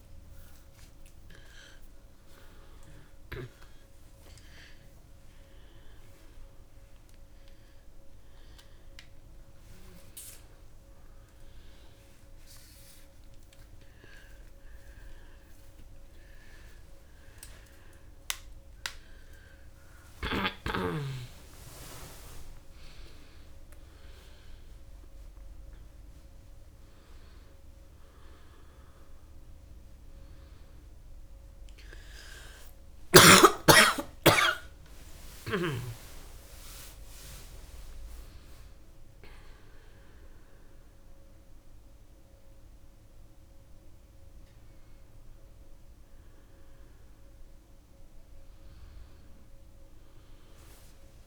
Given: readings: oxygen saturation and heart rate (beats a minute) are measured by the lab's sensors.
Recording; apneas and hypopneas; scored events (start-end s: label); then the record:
a person awake in a sleep study, by a room microphone; none
none scored
From the record:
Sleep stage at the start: awake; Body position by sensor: on the back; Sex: female